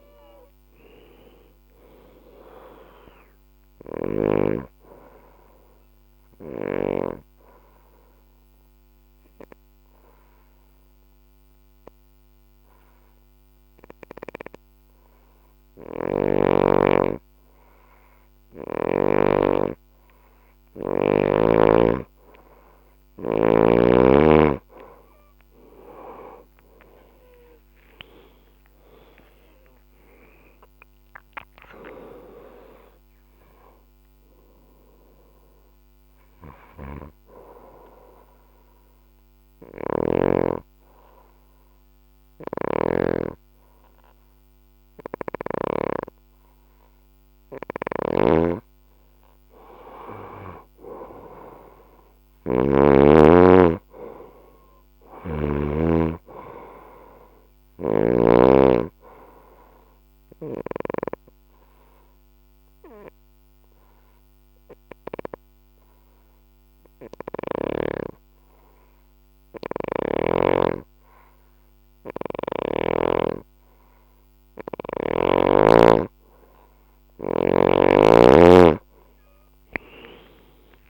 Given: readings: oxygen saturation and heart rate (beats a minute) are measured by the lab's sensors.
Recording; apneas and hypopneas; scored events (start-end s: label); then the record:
breathing in sleep by a microphone on the trachea; 3
0.00-13.50 s: oxygen desaturation (device-marked, oxygen 91% lowest, heart rate 56 extreme)
4.00-21.00 s: obstructive apnea (oxygen 98% before, 91% lowest, heart rate 64 before, 56 extreme, up 32 after)
5.50-13.50 s: bradycardia (device-marked, heart rate 67 before, 56 extreme)
15.50-21.00 s: snoring (device-marked)
25.50-30.00 s: arousal
26.50-44.50 s: oxygen desaturation (device-marked, oxygen 98% before, 92% lowest, heart rate 60 before, 56 extreme)
33.50-48.00 s: obstructive apnea (oxygen 98% before, 90% lowest, heart rate 70 before, 56 extreme, up 10 after)
35.50-45.50 s: bradycardia (device-marked, heart rate 67 before, 56 extreme)
39.00-45.50 s: snoring (device-marked)
47.50-52.50 s: snoring (device-marked)
49.50-53.00 s: arousal
57.50-64.50 s: oxygen desaturation (device-marked, oxygen 98% before, 93% lowest, heart rate 61 before, 60 extreme)
60.00-76.00 s: obstructive apnea (oxygen 98% before, 90% lowest, heart rate 61 before, 59 extreme, up 13 after)
77.00-80.90 s: snoring (device-marked)
From the record:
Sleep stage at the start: N2 (light sleep); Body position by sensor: on the left side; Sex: female